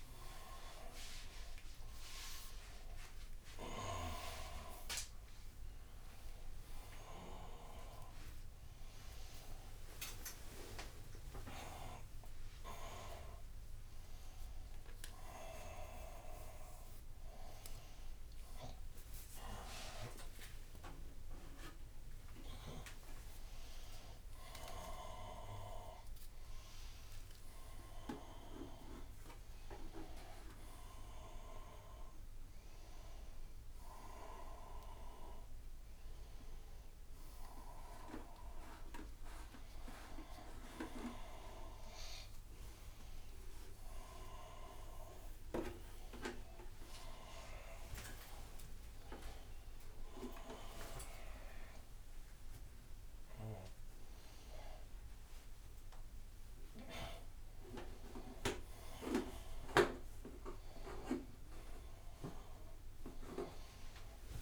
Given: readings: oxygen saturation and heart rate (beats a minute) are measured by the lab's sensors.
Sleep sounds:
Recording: a person awake in a sleep study, by a room microphone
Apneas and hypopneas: none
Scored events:
12.50-14.50 s: tachycardia (device-marked, heart rate 83 before, 98 extreme)
47.50-53.50 s: tachycardia (device-marked, heart rate 84 before, 103 extreme)
55.50-64.42 s: tachycardia (device-marked, heart rate 85 before, 113 extreme)
From the record:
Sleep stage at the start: awake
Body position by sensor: upright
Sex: male

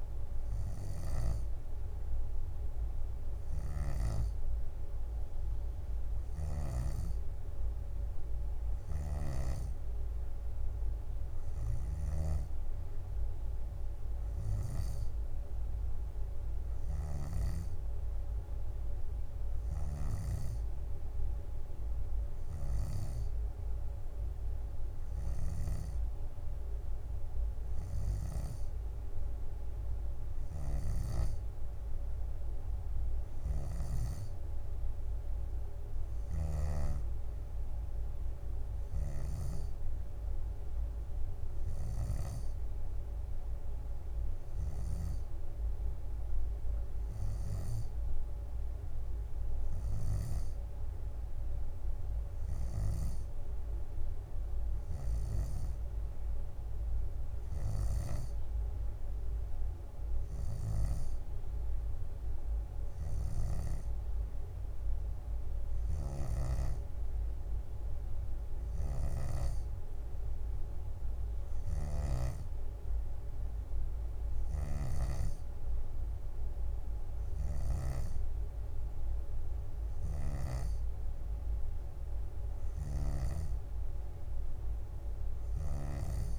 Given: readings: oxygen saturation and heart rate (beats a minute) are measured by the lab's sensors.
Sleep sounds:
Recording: breathing in sleep by a room microphone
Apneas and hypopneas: none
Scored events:
3.50-7.00 s: snoring (device-marked)
14.00-16.50 s: leg movement (device-marked)
16.50-18.50 s: leg movement (device-marked)
38.50-43.00 s: leg movement (device-marked)
57.50-59.00 s: leg movement (device-marked)
74.50-78.00 s: snoring (device-marked)
80.00-83.50 s: snoring (device-marked)
From the record:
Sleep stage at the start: N2 (light sleep)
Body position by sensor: on the back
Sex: female

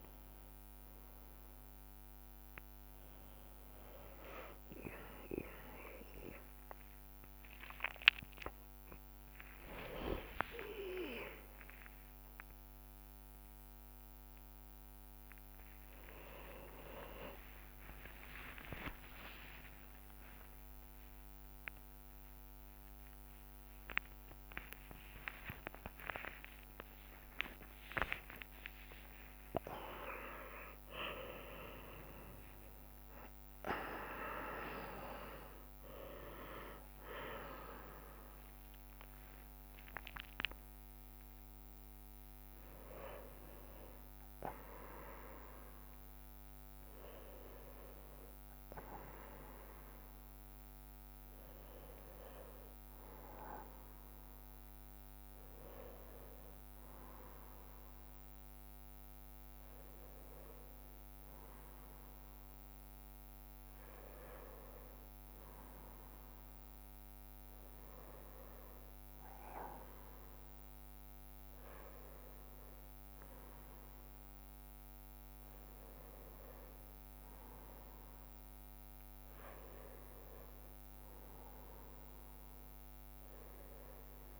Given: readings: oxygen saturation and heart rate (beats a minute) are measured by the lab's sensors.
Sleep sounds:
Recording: a person awake in a sleep study, by a microphone on the trachea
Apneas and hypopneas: none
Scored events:
18.50-20.50 s: long interval between heartbeats (device-marked)
19.50-50.50 s: bradycardia (device-marked)
23.50-25.50 s: long interval between heartbeats (device-marked)
53.50-84.40 s: new sleep stage, N1 (lightest sleep)
From the record:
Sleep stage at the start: awake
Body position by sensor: on the right side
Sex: male

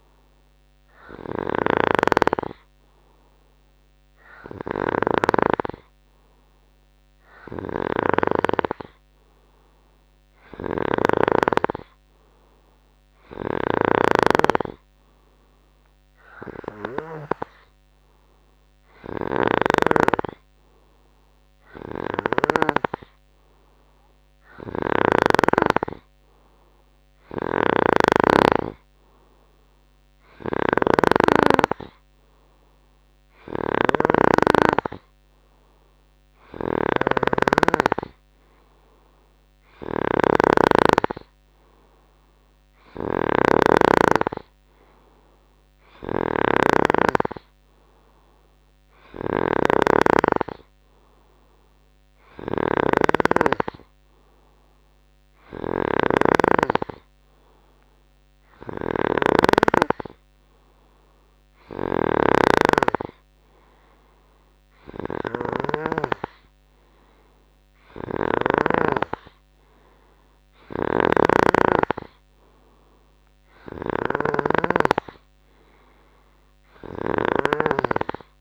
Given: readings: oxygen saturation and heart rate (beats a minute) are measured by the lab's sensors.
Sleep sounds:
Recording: breathing in sleep by a microphone on the trachea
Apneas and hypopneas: none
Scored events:
0.00-5.00 s: snoring (device-marked)
13.50-22.50 s: snoring (device-marked)
24.50-66.00 s: snoring (device-marked)
70.50-77.50 s: snoring (device-marked)
From the record:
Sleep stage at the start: N3 (deep sleep)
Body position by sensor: on the right side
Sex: male

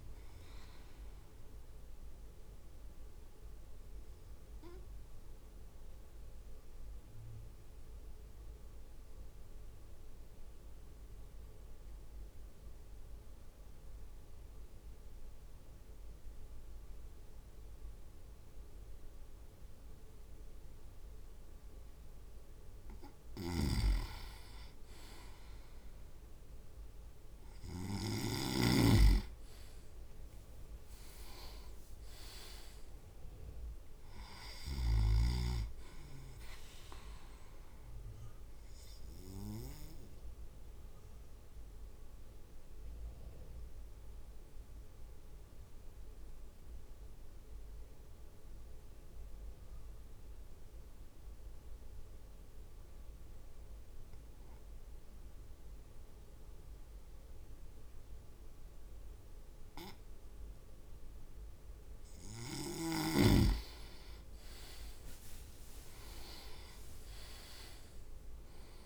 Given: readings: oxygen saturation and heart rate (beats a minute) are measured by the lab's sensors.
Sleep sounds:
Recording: breathing in sleep by a room microphone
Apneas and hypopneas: 2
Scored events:
2.00-22.00 s: obstructive apnea (oxygen 99% before, 97% lowest)
23.00-28.50 s: snoring (device-marked)
28.50-32.00 s: arousal
32.00-33.00 s: leg movement (device-marked)
38.50-61.00 s: obstructive apnea (oxygen 99% before, 96% lowest)
64.50-68.00 s: arousal
65.00-68.00 s: leg movement (device-marked)
From the record:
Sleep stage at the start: N2 (light sleep)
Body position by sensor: on the right side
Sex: male

